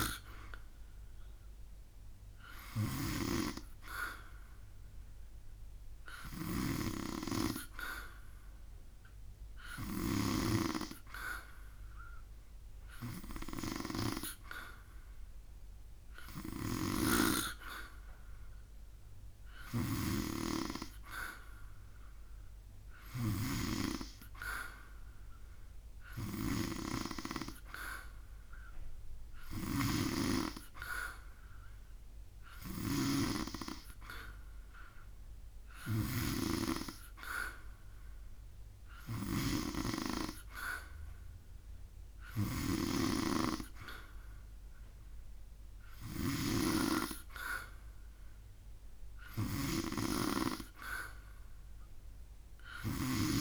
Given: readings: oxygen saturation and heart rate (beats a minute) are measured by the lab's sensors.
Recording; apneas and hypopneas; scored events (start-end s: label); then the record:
breathing in sleep by a room microphone; none
0.00-10.00 s: snoring (device-marked)
16.00-53.00 s: snoring (device-marked)
From the record:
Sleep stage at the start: N2 (light sleep); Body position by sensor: on the back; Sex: male